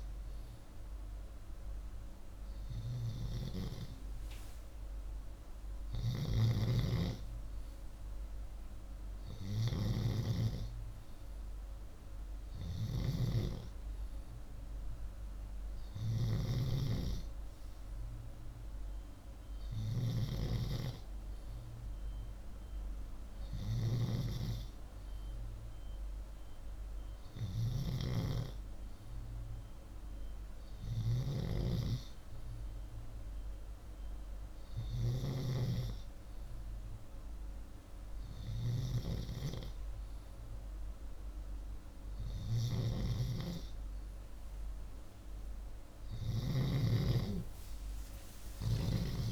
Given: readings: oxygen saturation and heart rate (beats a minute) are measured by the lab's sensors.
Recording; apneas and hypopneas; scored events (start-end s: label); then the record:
breathing in sleep by a room microphone; none
7.00-16.00 s: oxygen desaturation (device-marked, oxygen 92% before, 88% lowest, heart rate 75 before, 59 extreme)
47.50-49.32 s: arousal
From the record:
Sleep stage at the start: N2 (light sleep); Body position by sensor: upright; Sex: male